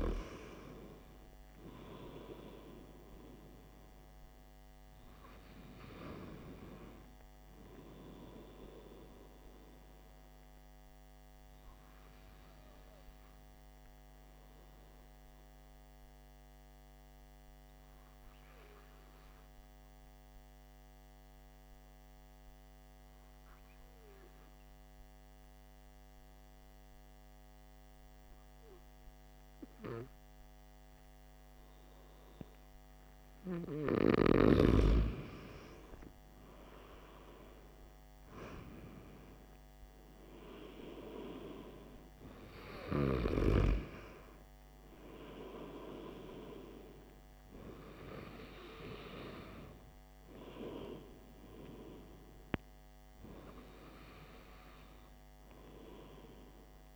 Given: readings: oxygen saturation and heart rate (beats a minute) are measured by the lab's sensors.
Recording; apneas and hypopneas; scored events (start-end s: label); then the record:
breathing in sleep by a microphone on the trachea; 1
10.00-31.50 s: hypopnea (oxygen 95% before, 92% lowest, heart rate 57 before, 49 extreme, up 15 after)
36.50-41.50 s: arousal
From the record:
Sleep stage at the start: N2 (light sleep); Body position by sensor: on the back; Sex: male